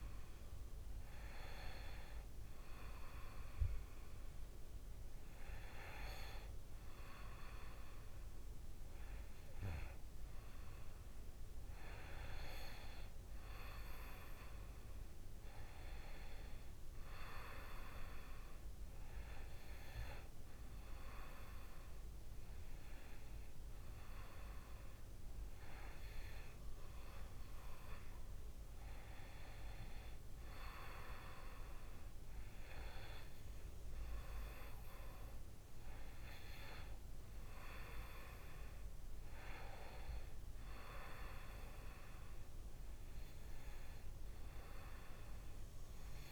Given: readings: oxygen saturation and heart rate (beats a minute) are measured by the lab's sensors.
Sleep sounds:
breathing in sleep by a room microphone; none
none scored
From the record:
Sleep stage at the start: N2 (light sleep); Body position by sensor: on the back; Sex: male

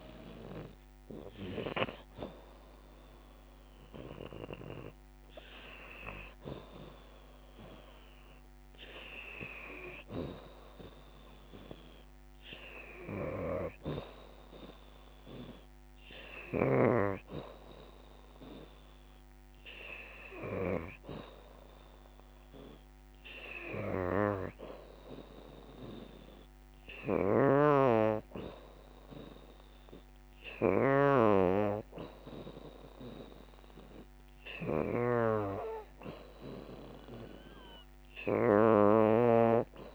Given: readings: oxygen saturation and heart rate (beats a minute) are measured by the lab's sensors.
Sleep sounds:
breathing in sleep by a microphone on the trachea; none
0.00-14.00 s: oxygen desaturation (device-marked, oxygen 86% before, 82% lowest, heart rate 79 before, 66 extreme)
27.00-39.95 s: oxygen desaturation (device-marked, oxygen 95% before, 86% lowest, heart rate 74 before, 72 extreme)
From the record:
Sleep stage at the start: N2 (light sleep); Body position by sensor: on the back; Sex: female

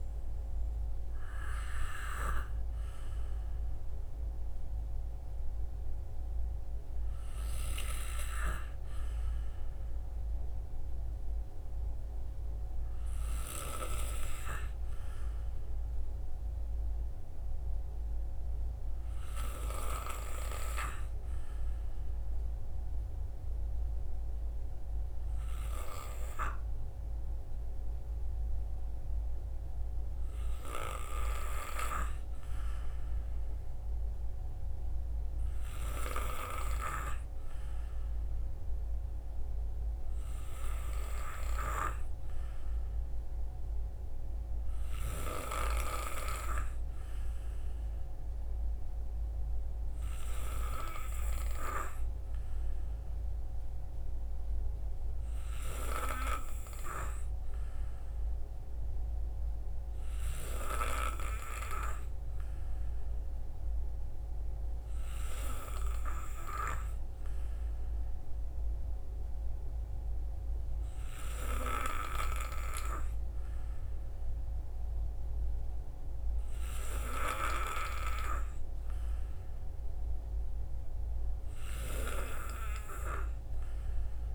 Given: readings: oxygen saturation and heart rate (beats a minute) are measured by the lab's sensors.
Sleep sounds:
breathing in sleep by a room microphone; 1
0.00-17.00 s: oxygen desaturation (device-marked, oxygen 90% lowest, heart rate 53 extreme)
12.00-71.50 s: hypopnea (oxygen 93% before, 90% lowest, heart rate 61 before, 57 extreme, up 5 after)
73.50-77.50 s: arousal
From the record:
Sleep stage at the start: N2 (light sleep); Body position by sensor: on the back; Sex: male

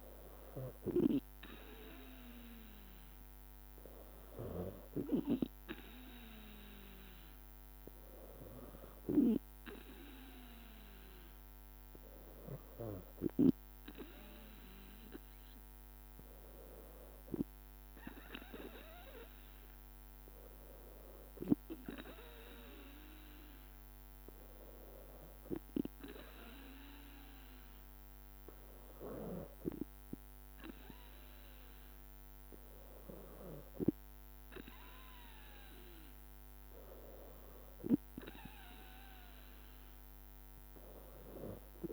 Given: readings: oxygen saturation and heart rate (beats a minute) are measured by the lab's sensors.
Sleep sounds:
breathing in sleep by a microphone on the trachea; none
none scored
From the record:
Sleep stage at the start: N2 (light sleep); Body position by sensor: on the back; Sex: female

